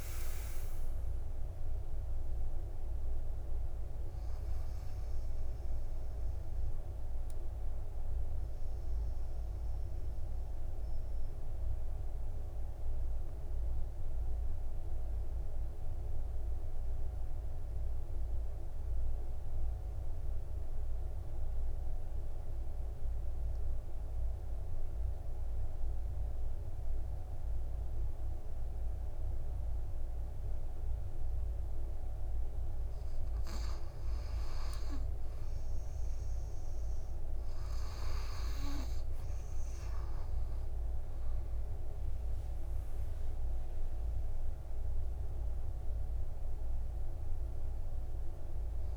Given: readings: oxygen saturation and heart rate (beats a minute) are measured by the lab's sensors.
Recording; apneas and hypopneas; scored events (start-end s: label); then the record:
breathing in sleep, hard to hear, by a room microphone; 1
0.00-1.50 s: arousal
5.00-15.00 s: oxygen desaturation (device-marked, oxygen 98% before, 93% lowest, heart rate 59 before, 49 extreme)
6.00-33.00 s: obstructive apnea (oxygen 98% before, 90% lowest, heart rate 59 before, 49 extreme, up 5 after)
37.00-48.96 s: oxygen desaturation (device-marked, oxygen 100% before, 91% lowest, heart rate 56 before, 50 extreme)
41.00-45.00 s: arousal
From the record:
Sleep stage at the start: N2 (light sleep); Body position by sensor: on the back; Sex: male